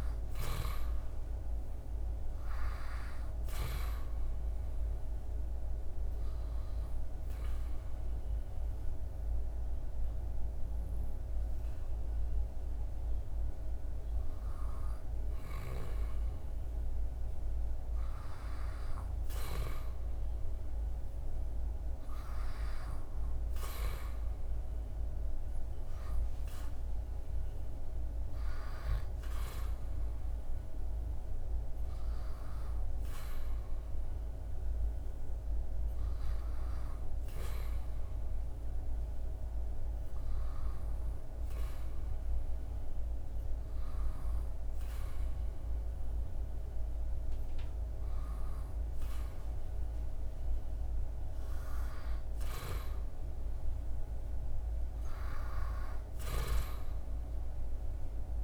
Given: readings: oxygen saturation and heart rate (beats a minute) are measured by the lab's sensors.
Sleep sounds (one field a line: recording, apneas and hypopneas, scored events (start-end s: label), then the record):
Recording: breathing in sleep by a room microphone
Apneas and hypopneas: none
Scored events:
0.00-14.50 s: oxygen desaturation (device-marked, oxygen 93% lowest, heart rate 78 extreme)
From the record:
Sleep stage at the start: N2 (light sleep)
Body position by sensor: on the back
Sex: male